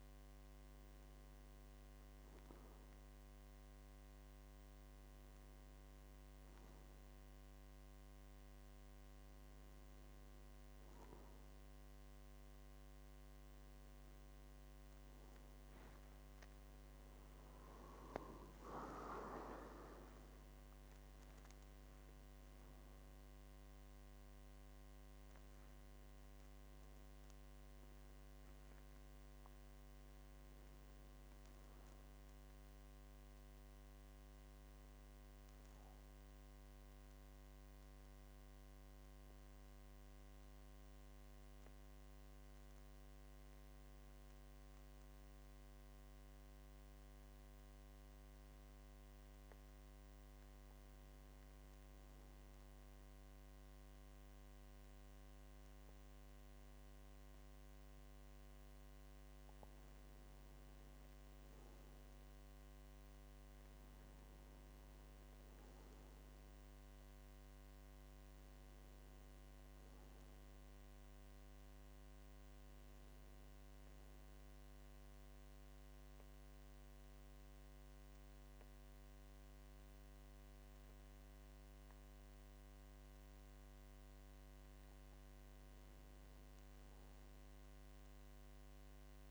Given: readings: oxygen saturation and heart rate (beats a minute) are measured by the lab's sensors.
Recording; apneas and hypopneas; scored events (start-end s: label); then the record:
breathing in sleep, hard to hear, by a microphone on the trachea; 2
0.00-6.50 s: oxygen desaturation (device-marked, oxygen 92% lowest, heart rate 55 extreme)
11.50-41.50 s: new sleep stage, N1 (lightest sleep)
37.50-59.00 s: hypopnea (oxygen 98% before, 92% lowest, heart rate 61 before, 50 extreme, up 4 after)
41.50-89.31 s: new sleep stage, N2 (light sleep)
52.50-80.50 s: oxygen desaturation (device-marked, oxygen 100% before, 92% lowest, heart rate 54 before, 49 extreme)
62.00-65.50 s: arousal
74.50-84.50 s: central apnea (oxygen 99% before, 92% lowest, heart rate 54 before, 49 extreme, up 5 after)
86.50-89.00 s: arousal
From the record:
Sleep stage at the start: N2 (light sleep); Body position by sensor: on the back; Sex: male